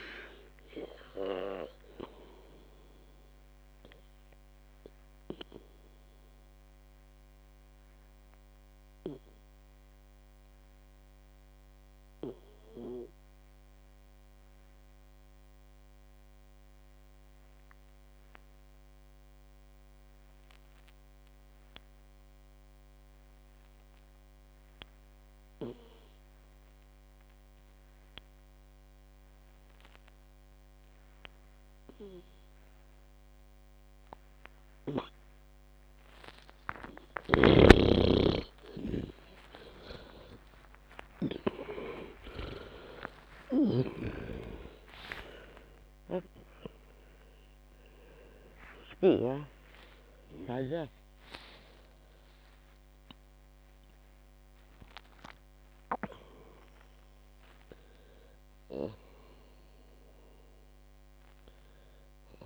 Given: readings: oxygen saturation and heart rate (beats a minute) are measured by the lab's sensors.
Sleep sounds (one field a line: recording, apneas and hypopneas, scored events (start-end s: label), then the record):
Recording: a person awake in a sleep study, by a microphone on the trachea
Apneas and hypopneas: 1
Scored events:
0.00-21.00 s: oxygen desaturation (device-marked, oxygen 91% lowest, heart rate 51 extreme)
3.50-36.50 s: obstructive apnea (oxygen 99% before, 91% lowest, heart rate 64 before, 51 extreme)
26.00-62.46 s: new sleep stage, awake
33.00-46.00 s: oxygen desaturation (device-marked, oxygen 98% before, 94% lowest, heart rate 54 before, 63 extreme)
44.00-50.00 s: snoring (device-marked)
From the record:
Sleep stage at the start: N2 (light sleep)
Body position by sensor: on the back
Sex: female